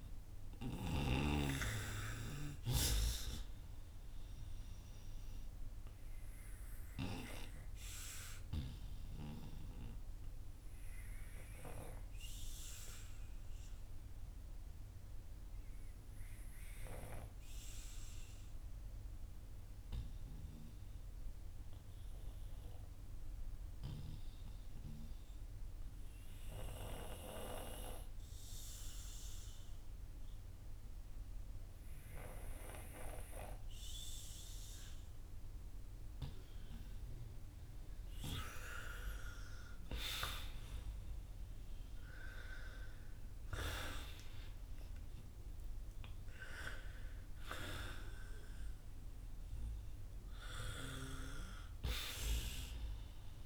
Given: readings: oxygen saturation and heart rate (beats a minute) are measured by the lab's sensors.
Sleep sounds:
breathing in sleep by a room microphone; 1
0.00-12.00 s: oxygen desaturation (device-marked, oxygen 97% before, 93% lowest, heart rate 55 before, 51 extreme)
4.50-37.50 s: obstructive apnea (oxygen 98% before, 90% lowest, heart rate 57 before, 51 extreme, up 5 after)
25.00-37.00 s: oxygen desaturation (device-marked, oxygen 94% before, 90% lowest, heart rate 56 before, 52 extreme)
40.50-45.00 s: arousal
From the record:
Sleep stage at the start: N2 (light sleep); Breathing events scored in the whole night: 340 in 7.2 hours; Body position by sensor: on the back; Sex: male

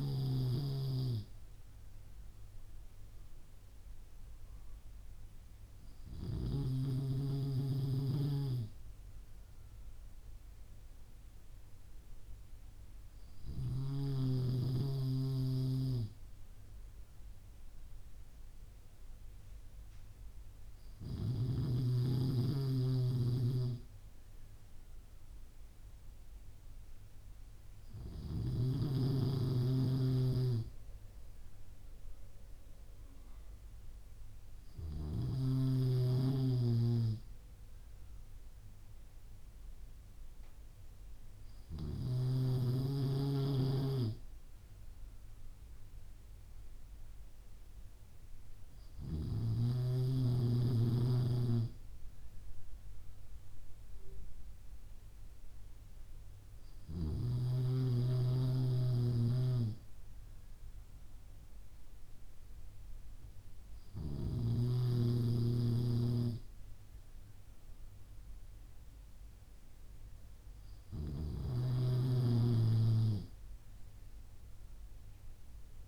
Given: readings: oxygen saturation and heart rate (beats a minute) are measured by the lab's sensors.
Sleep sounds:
breathing in sleep by a room microphone; none
59.00-65.00 s: snoring (device-marked)
From the record:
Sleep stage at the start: N3 (deep sleep); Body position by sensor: on the back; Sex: male

